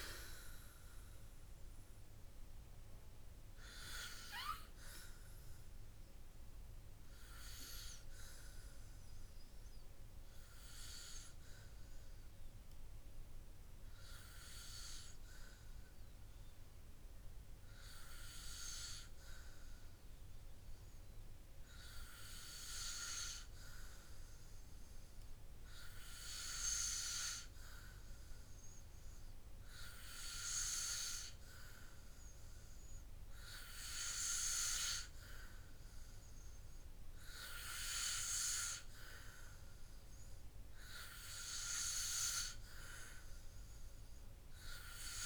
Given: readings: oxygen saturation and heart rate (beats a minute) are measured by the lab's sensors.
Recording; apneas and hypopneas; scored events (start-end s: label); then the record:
breathing in sleep by a room microphone; none
none scored
From the record:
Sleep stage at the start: N2 (light sleep); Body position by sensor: on the back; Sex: male